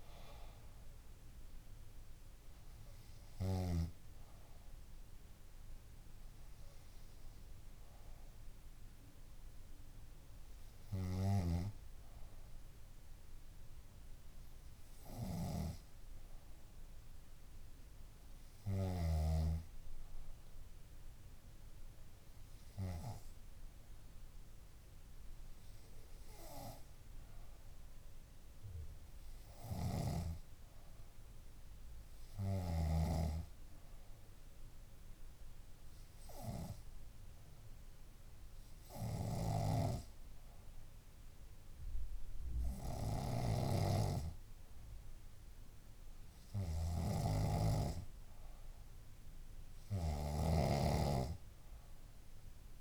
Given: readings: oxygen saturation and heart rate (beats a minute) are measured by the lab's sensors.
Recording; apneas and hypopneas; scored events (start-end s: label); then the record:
breathing in sleep by a room microphone; 1
0.00-15.00 s: oxygen desaturation (device-marked, oxygen 97% before, 94% lowest, heart rate 66 before, 61 extreme)
17.50-21.00 s: arousal
23.00-45.50 s: hypopnea (oxygen 97% before, 95% lowest, heart rate 63 before, 58 extreme, up 6 after)
39.50-52.81 s: snoring (device-marked)
49.00-51.50 s: arousal
From the record:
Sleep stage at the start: N2 (light sleep); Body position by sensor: on the back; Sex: female